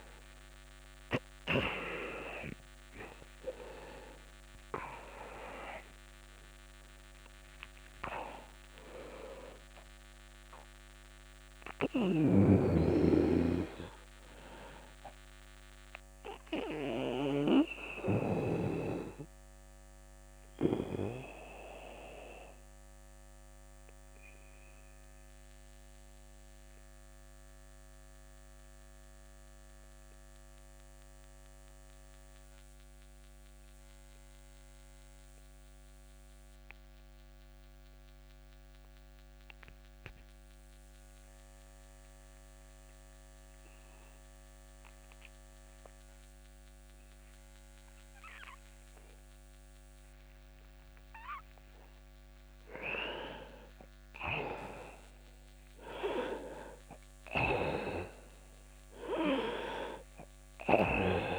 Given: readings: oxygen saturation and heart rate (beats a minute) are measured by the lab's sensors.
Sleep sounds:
breathing in sleep by a microphone on the trachea; 1
0.00-3.00 s: arousal
0.00-31.00 s: oxygen desaturation (device-marked, oxygen 85% lowest)
19.50-49.50 s: obstructive apnea (oxygen 97% before, 85% lowest)
53.00-61.39 s: oxygen desaturation (device-marked, oxygen 99% before, 90% lowest)
53.50-57.00 s: arousal
From the record:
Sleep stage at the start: N2 (light sleep); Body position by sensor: on the back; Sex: male

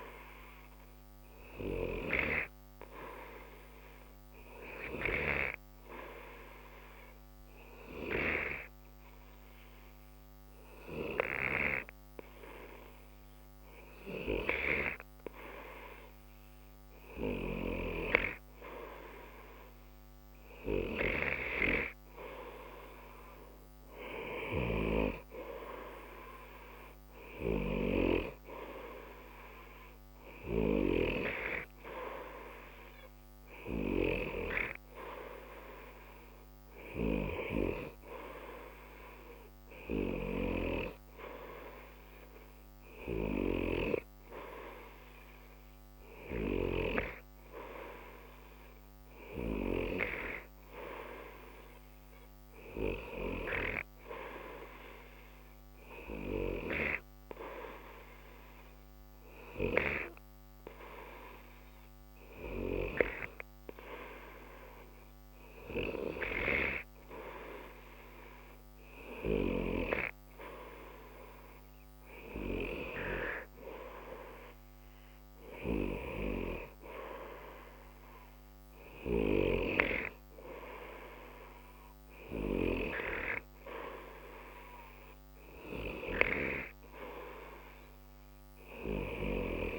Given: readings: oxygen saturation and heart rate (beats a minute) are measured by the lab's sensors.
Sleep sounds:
breathing in sleep by a microphone on the trachea; 1
2.50-15.50 s: hypopnea (oxygen 93% before, 92% lowest, heart rate 60 before, 60 extreme, up 0 after)
17.50-20.50 s: arousal
From the record:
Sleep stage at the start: N2 (light sleep); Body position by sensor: on the right side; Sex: male

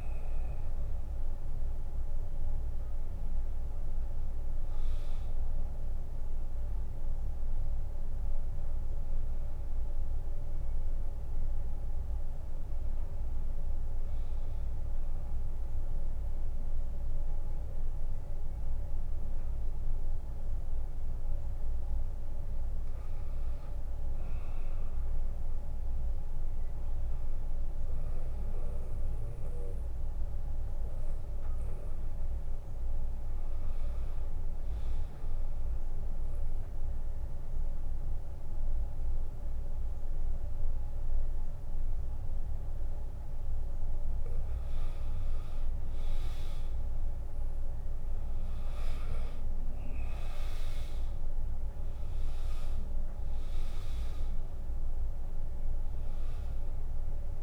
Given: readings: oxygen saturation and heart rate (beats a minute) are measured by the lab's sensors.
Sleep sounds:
breathing in sleep, hard to hear, by a room microphone; 2
0.00-1.00 s: drop in pulse transit time (device-marked, heart rate 73 extreme)
0.00-16.00 s: oxygen desaturation (device-marked, oxygen 91% lowest, heart rate 68 extreme)
10.50-12.50 s: arousal
13.50-23.50 s: mixed apnea (oxygen 98% before, 93% lowest, heart rate 77 before, 70 extreme, up 14 after)
17.00-19.00 s: long interval between heartbeats (device-marked, heart rate 76 before, 78 extreme)
26.50-29.00 s: arousal
34.00-44.00 s: obstructive apnea (oxygen 99% before, 93% lowest, heart rate 80 before, 72 extreme, up 14 after)
39.00-57.43 s: oxygen desaturation (device-marked, oxygen 99% before, 93% lowest, heart rate 79 before, 69 extreme)
39.50-41.50 s: long interval between heartbeats (device-marked, heart rate 79 before, 72 extreme)
50.00-54.00 s: arousal
52.00-57.43 s: drop in pulse transit time (device-marked, heart rate 77 before, 75 extreme)
From the record:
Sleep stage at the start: N2 (light sleep); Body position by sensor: on the back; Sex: male

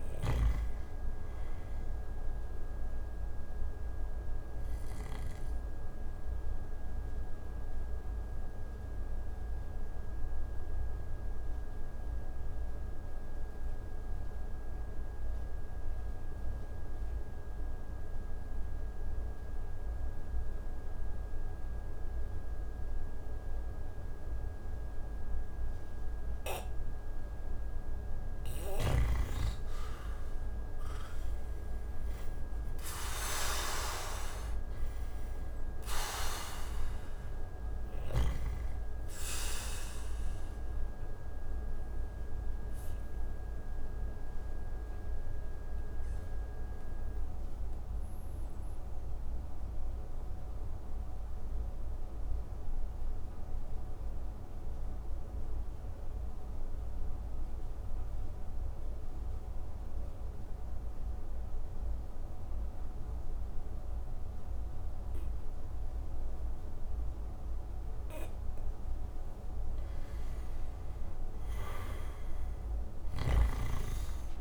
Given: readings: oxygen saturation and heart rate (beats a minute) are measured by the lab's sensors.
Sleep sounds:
breathing in sleep by a room microphone; 2
0.00-19.50 s: oxygen desaturation (device-marked, oxygen 87% lowest)
3.00-27.00 s: obstructive apnea (oxygen 96% before, 82% lowest)
30.00-34.00 s: arousal
31.50-61.50 s: oxygen desaturation (device-marked, oxygen 97% before, 82% lowest)
40.00-66.50 s: obstructive apnea (oxygen 97% before, 82% lowest)
70.50-74.00 s: arousal
71.50-74.41 s: oxygen desaturation (device-marked, oxygen 98% before, 84% lowest)
From the record:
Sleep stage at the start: N2 (light sleep); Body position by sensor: on the back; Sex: male

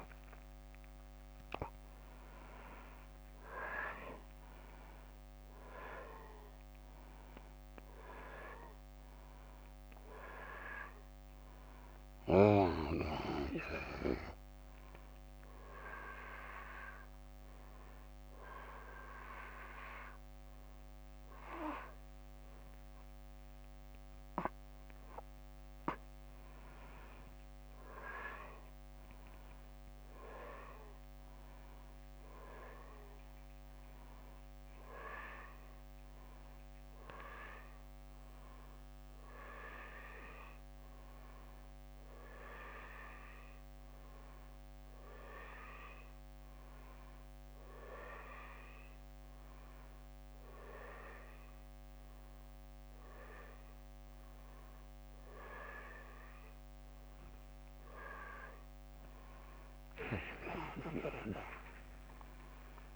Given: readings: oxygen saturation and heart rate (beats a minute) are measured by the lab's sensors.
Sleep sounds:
a person awake in a sleep study, by a microphone on the trachea; none
none scored
From the record:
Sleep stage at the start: awake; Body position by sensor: upright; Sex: male

